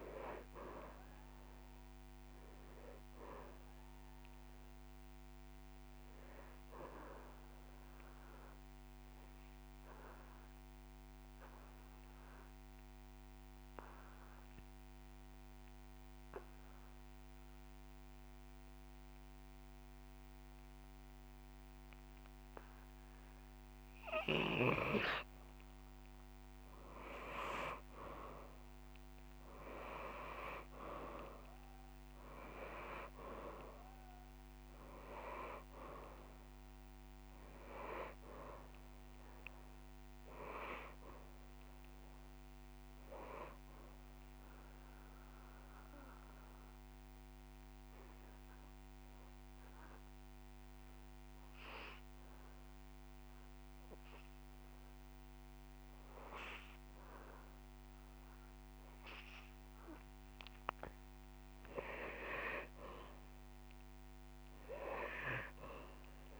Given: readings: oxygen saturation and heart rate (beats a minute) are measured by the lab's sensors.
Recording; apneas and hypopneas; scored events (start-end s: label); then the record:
breathing in sleep by a microphone on the trachea; 2
0.00-1.50 s: oxygen desaturation (device-marked, oxygen 95% lowest)
0.00-6.50 s: drop in pulse transit time (device-marked)
5.50-7.50 s: long interval between heartbeats (device-marked)
6.50-23.50 s: obstructive apnea (oxygen 100% before, 88% lowest)
22.50-24.50 s: long interval between heartbeats (device-marked)
25.50-29.00 s: arousal
31.50-58.50 s: oxygen desaturation (device-marked, oxygen 97% before, 88% lowest)
45.00-62.00 s: obstructive apnea (oxygen 98% before, 88% lowest)
50.50-51.50 s: drop in pulse transit time (device-marked)
56.00-58.00 s: long interval between heartbeats (device-marked)
63.00-66.40 s: arousal
From the record:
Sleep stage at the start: N2 (light sleep); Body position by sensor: on the back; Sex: male